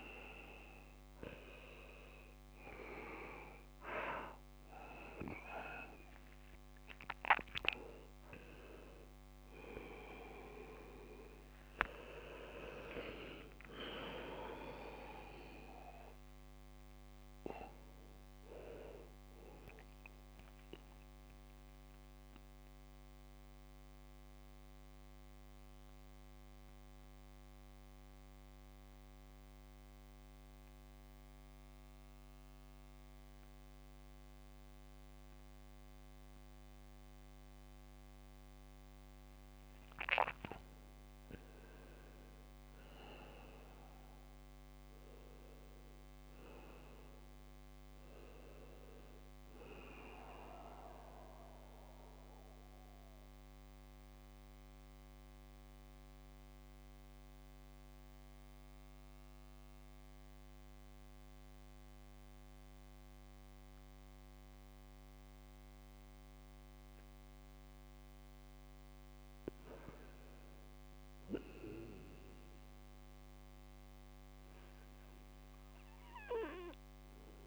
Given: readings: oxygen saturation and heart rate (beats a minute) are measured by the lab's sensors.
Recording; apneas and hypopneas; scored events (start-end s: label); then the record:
a person partly awake in a sleep study, by a microphone on the trachea; 2
3.00-33.00 s: new sleep stage, N1 (lightest sleep)
21.00-39.00 s: central apnea (oxygen 100% before, 97% lowest)
33.00-77.47 s: new sleep stage, N2 (light sleep)
40.50-44.50 s: arousal
51.00-67.50 s: central apnea (oxygen 100% before, 96% lowest)
69.50-72.50 s: arousal
From the record:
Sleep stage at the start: awake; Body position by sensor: on the right side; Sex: male